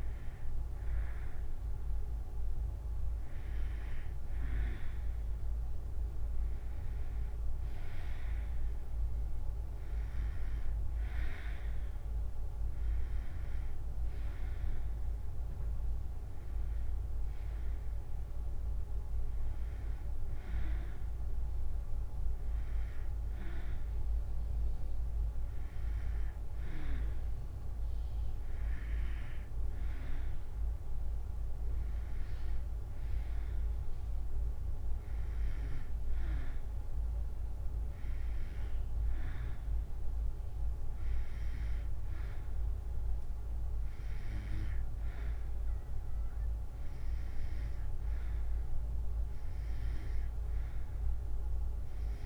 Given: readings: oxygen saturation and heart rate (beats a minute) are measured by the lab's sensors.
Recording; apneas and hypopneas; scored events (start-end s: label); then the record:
breathing in sleep, hard to hear, by a room microphone; none
11.50-24.50 s: oxygen desaturation (device-marked, oxygen 96% before, 92% lowest, heart rate 74 before, 67 extreme)
From the record:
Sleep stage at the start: N2 (light sleep); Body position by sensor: on the back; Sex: female